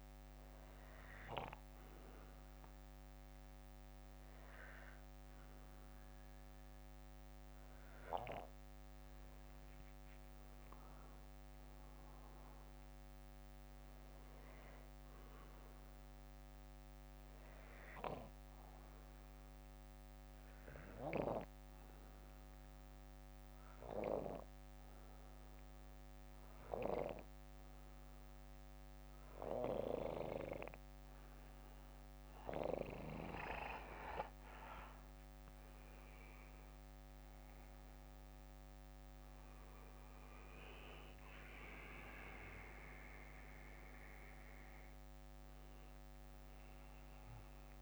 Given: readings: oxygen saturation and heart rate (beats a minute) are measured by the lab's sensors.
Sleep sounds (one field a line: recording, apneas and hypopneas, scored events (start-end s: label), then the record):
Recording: breathing in sleep by a microphone on the trachea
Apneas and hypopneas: 2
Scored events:
0.50-2.50 s: bradycardia (device-marked, heart rate 60 before, 59 extreme)
1.00-11.00 s: obstructive apnea (oxygen 97% before, 92% lowest, heart rate 61 before, 53 extreme, up 15 after)
4.50-6.50 s: bradycardia (device-marked, heart rate 60 before, 56 extreme)
12.50-16.50 s: arousal
16.50-19.50 s: bradycardia (device-marked, heart rate 60 before, 60 extreme)
20.00-33.50 s: obstructive apnea (oxygen 96% before, 92% lowest, heart rate 60 before, 46 extreme, up 14 after)
30.00-33.50 s: snoring (device-marked)
38.00-42.00 s: arousal
45.50-47.50 s: bradycardia (device-marked, heart rate 60 before, 61 extreme)
From the record:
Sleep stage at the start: N2 (light sleep)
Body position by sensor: on the back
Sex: male